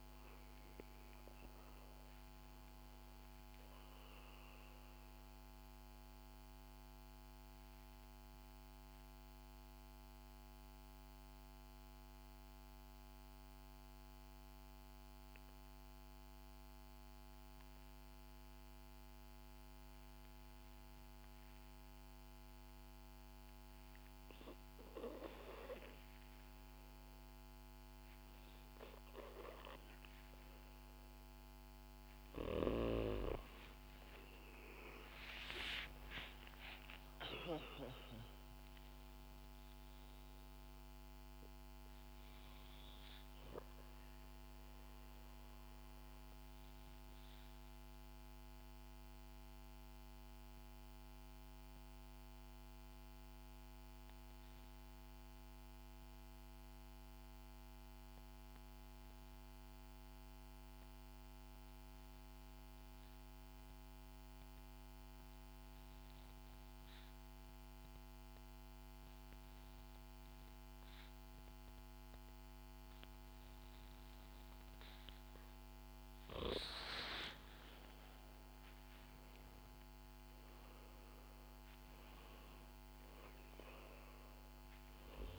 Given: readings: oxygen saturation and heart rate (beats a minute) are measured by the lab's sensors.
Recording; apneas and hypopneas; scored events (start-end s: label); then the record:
breathing in sleep by a microphone on the trachea; 2
5.00-30.50 s: mixed apnea (oxygen 97% before, 92% lowest, heart rate 63 before, 53 extreme, up 4 after)
32.00-37.50 s: snoring (device-marked)
34.00-39.50 s: arousal
43.00-75.50 s: obstructive apnea (oxygen 96% before, 91% lowest, heart rate 63 before, 53 extreme, up 4 after)
75.50-85.39 s: oxygen desaturation (device-marked, oxygen 97% before, 91% lowest, heart rate 61 before, 56 extreme)
77.00-82.00 s: arousal
From the record:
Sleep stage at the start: N2 (light sleep); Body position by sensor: on the back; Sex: female